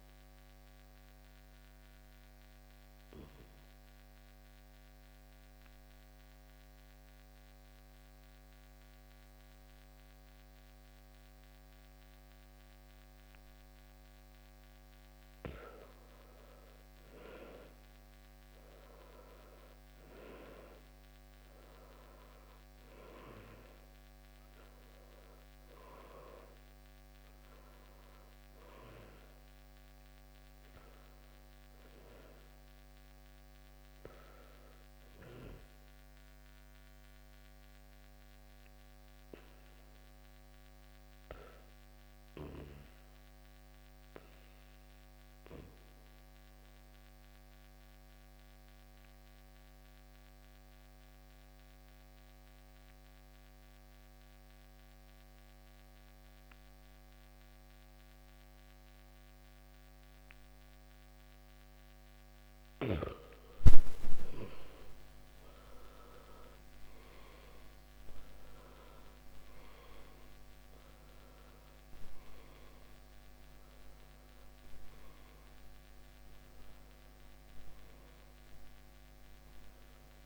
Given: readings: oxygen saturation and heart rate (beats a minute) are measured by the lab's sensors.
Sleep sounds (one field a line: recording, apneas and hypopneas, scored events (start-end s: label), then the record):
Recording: breathing in sleep by a microphone on the trachea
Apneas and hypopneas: 2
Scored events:
0.50-15.50 s: obstructive apnea (oxygen 94% before, 89% lowest, heart rate 61 before, 53 extreme, up 10 after)
7.00-15.00 s: oxygen desaturation (device-marked, oxygen 94% before, 91% lowest, heart rate 60 before, 53 extreme)
18.00-22.00 s: arousal
42.00-61.00 s: oxygen desaturation (device-marked, oxygen 95% before, 89% lowest, heart rate 59 before, 52 extreme)
47.50-64.00 s: obstructive apnea (oxygen 96% before, 89% lowest, heart rate 56 before, 53 extreme, up 13 after)
66.00-70.00 s: arousal
From the record:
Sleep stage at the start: N2 (light sleep)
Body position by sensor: on the back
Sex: male